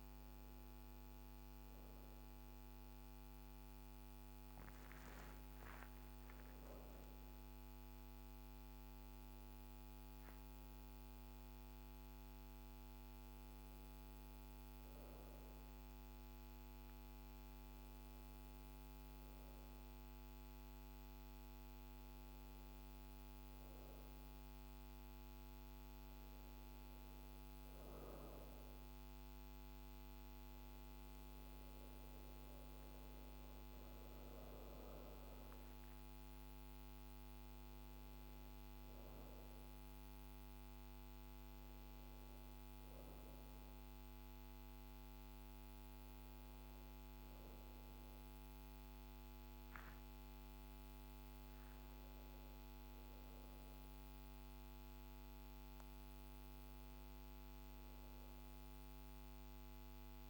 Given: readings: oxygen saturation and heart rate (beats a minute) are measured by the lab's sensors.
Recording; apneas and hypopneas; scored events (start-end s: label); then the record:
breathing in sleep, hard to hear, by a microphone on the trachea; none
none scored
From the record:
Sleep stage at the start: N2 (light sleep); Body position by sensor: on the right side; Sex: female